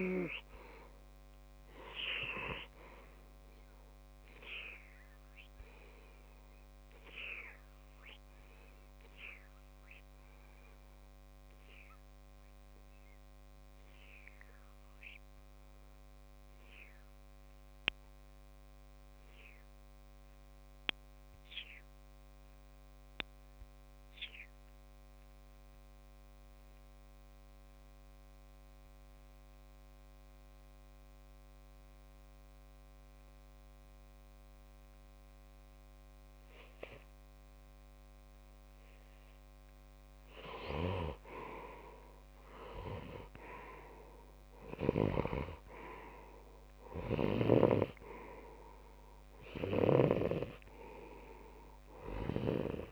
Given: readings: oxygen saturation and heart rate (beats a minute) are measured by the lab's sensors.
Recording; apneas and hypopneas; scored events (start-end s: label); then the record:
breathing in sleep by a microphone on the trachea; 1
3.00-40.00 s: obstructive apnea (oxygen 98% before, 90% lowest)
19.00-21.00 s: long interval between heartbeats (device-marked)
34.50-52.92 s: oxygen desaturation (device-marked, oxygen 98% before, 90% lowest)
43.50-47.00 s: arousal
From the record:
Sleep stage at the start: N2 (light sleep); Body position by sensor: on the left side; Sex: male